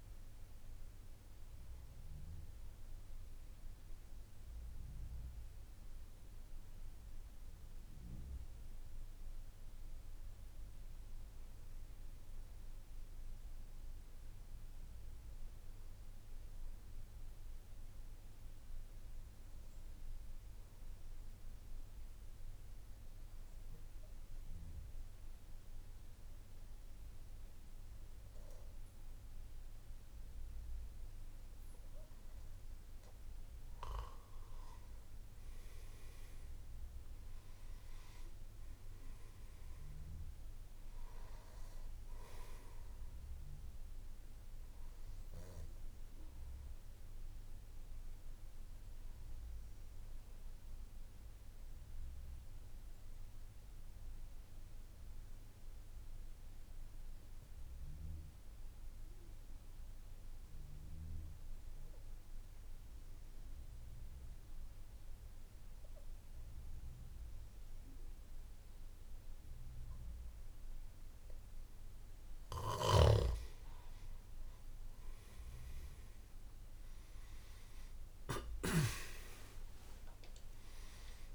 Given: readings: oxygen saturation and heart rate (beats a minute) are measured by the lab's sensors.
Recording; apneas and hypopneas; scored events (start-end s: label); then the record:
breathing in sleep by a room microphone; 2
16.50-33.00 s: obstructive apnea (oxygen 97% before, 92% lowest, heart rate 54 before, 53 extreme, up 5 after)
37.50-63.50 s: oxygen desaturation (device-marked, oxygen 97% before, 92% lowest, heart rate 55 before, 53 extreme)
53.50-72.50 s: obstructive apnea (oxygen 97% before, 92% lowest, heart rate 56 before, 54 extreme, up 13 after)
72.50-78.50 s: snoring (device-marked)
From the record:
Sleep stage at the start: N1 (lightest sleep); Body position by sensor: on the back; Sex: male